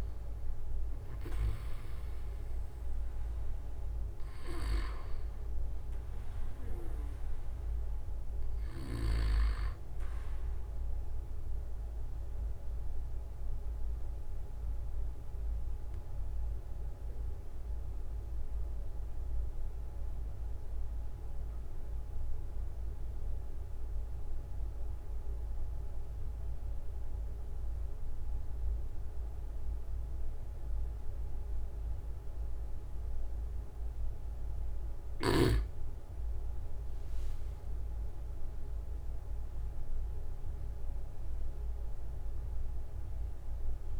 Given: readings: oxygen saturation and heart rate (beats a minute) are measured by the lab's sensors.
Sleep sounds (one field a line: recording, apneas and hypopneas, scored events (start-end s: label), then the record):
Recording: breathing in sleep by a room microphone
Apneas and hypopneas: 1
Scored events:
0.00-1.00 s: arousal
4.00-6.00 s: long interval between heartbeats (device-marked, heart rate 44 before, 40 extreme)
8.00-10.00 s: long interval between heartbeats (device-marked, heart rate 43 before, 37 extreme)
12.00-32.50 s: obstructive apnea (oxygen 97% before, 92% lowest, heart rate 40 before, 28 extreme, up 22 after)
29.00-31.00 s: long interval between heartbeats (device-marked, heart rate 41 before, 46 extreme)
37.00-39.00 s: long interval between heartbeats (device-marked, heart rate 43 before, 47 extreme)
37.00-41.50 s: arousal
39.00-41.00 s: long interval between heartbeats (device-marked, heart rate 44 before, 60 extreme)
42.50-44.00 s: long interval between heartbeats (device-marked, heart rate 46 before, 58 extreme)
From the record:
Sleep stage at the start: N2 (light sleep)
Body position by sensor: on the right side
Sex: male